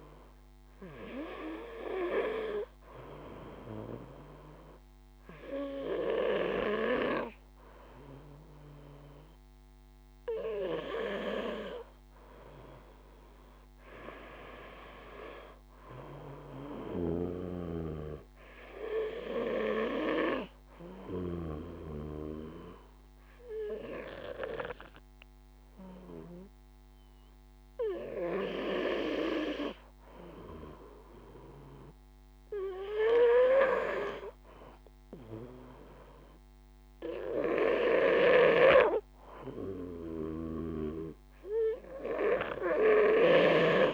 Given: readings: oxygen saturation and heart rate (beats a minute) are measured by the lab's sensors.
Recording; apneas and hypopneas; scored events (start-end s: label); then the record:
breathing in sleep by a microphone on the trachea; 1
16.00-21.00 s: snoring (device-marked)
17.00-31.50 s: hypopnea (oxygen 97% before, 94% lowest, heart rate 54 before, 51 extreme, up 2 after)
34.00-37.50 s: arousal
39.50-43.00 s: snoring (device-marked)
From the record:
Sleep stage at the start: N2 (light sleep); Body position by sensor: on the back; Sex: male